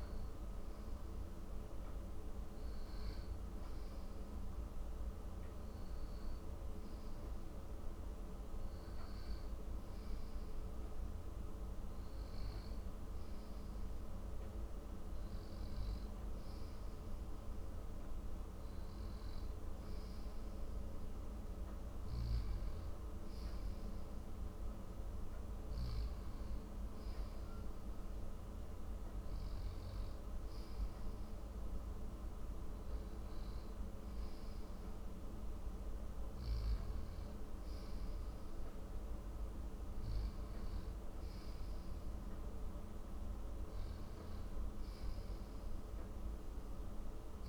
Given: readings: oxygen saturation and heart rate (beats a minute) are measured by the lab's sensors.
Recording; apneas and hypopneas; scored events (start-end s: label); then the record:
breathing in sleep, hard to hear, by a room microphone; none
none scored
From the record:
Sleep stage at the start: N1 (lightest sleep); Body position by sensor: on the back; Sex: male